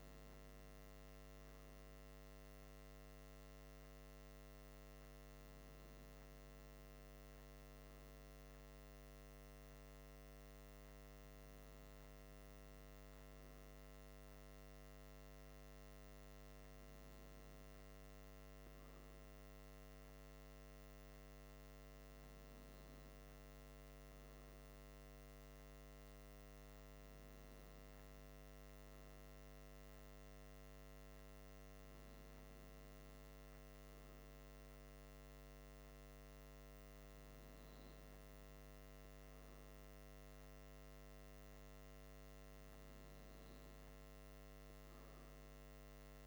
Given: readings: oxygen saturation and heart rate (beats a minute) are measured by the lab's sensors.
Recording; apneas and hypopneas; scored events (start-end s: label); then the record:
breathing in sleep, hard to hear, by a microphone on the trachea; none
none scored
From the record:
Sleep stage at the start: N3 (deep sleep); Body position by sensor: on the back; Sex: male